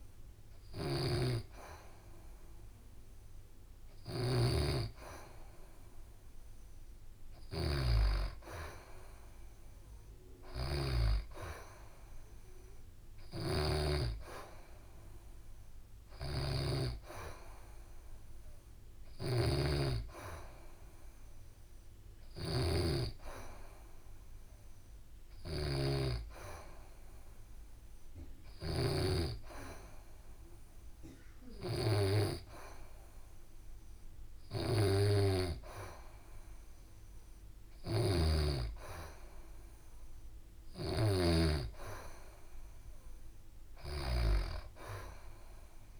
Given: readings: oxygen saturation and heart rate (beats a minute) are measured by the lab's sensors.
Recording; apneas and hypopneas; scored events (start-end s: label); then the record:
breathing in sleep by a room microphone; none
0.00-13.50 s: snoring (device-marked)
15.50-46.00 s: snoring (device-marked)
From the record:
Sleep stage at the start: N2 (light sleep); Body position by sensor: on the back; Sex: female